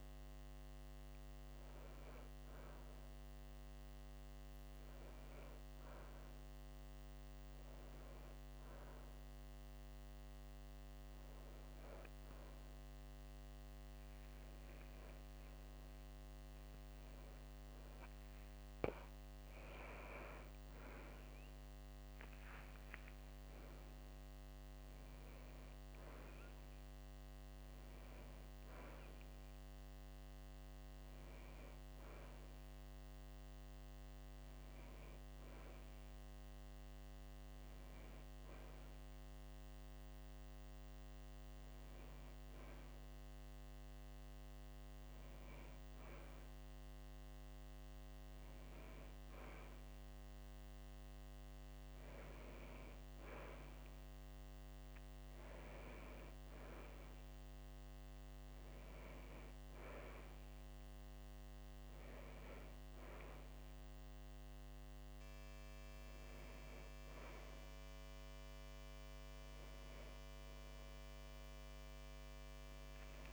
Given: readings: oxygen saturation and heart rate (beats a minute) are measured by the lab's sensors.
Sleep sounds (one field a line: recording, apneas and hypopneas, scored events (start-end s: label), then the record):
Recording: breathing in sleep, hard to hear, by a microphone on the trachea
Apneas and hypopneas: none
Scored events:
19.50-23.00 s: arousal
63.00-73.33 s: new sleep stage, awake
From the record:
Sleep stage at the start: N2 (light sleep)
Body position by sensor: on the back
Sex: female